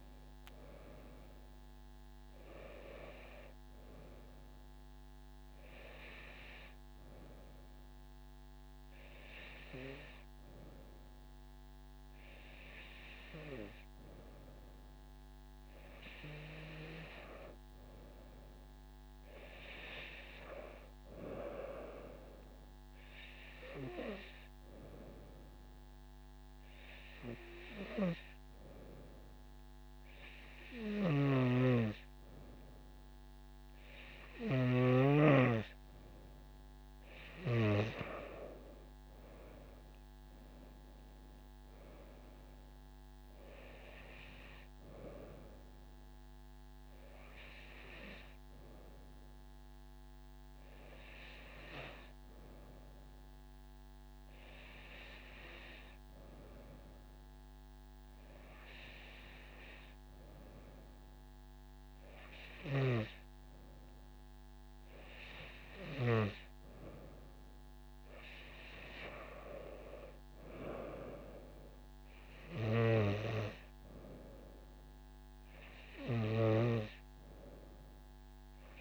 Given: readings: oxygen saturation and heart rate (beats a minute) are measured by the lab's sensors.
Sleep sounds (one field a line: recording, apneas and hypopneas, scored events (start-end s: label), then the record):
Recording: breathing in sleep by a microphone on the trachea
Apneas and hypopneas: 1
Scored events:
25.50-36.00 s: hypopnea (oxygen 97% before, 94% lowest)
39.00-41.00 s: arousal
From the record:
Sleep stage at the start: N2 (light sleep)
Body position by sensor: on the right side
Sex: female